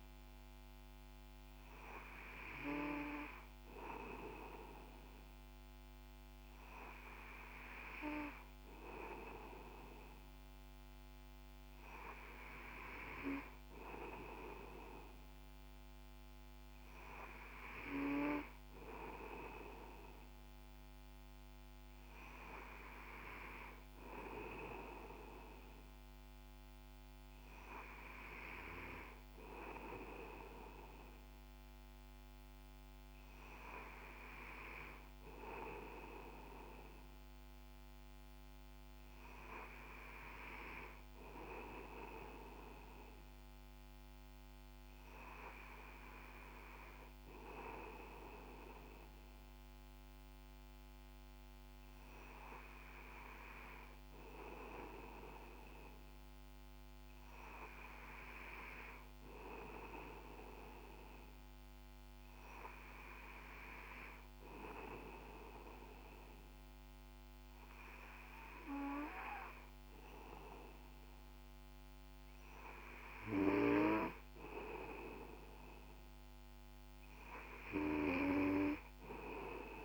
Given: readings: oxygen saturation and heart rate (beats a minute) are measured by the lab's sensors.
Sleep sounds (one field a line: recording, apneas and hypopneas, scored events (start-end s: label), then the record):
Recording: breathing in sleep by a microphone on the trachea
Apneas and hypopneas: none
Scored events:
none scored
From the record:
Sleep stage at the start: N2 (light sleep)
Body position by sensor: on the back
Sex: male